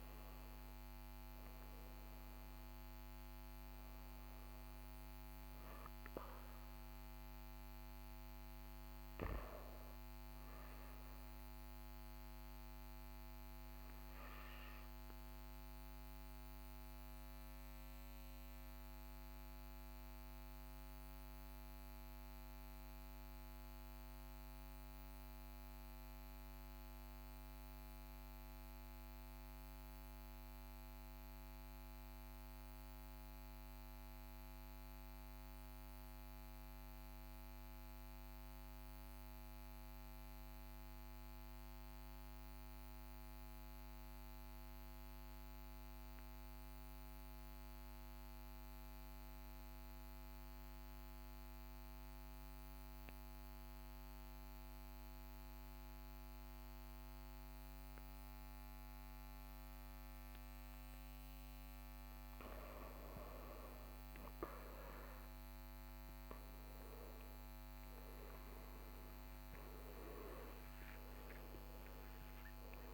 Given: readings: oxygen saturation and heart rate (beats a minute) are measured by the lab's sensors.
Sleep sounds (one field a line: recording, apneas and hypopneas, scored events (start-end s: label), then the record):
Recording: breathing in sleep, hard to hear, by a microphone on the trachea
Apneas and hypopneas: 1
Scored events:
8.00-28.00 s: oxygen desaturation (device-marked, oxygen 97% before, 92% lowest, heart rate 43 before, 38 extreme)
17.50-60.50 s: mixed apnea (oxygen 98% before, 93% lowest, heart rate 42 before, 38 extreme, up 3 after)
58.00-72.94 s: oxygen desaturation (device-marked, oxygen 98% before, 94% lowest, heart rate 40 before, 42 extreme)
63.50-68.00 s: arousal
From the record:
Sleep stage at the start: N2 (light sleep)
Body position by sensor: on the back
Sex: male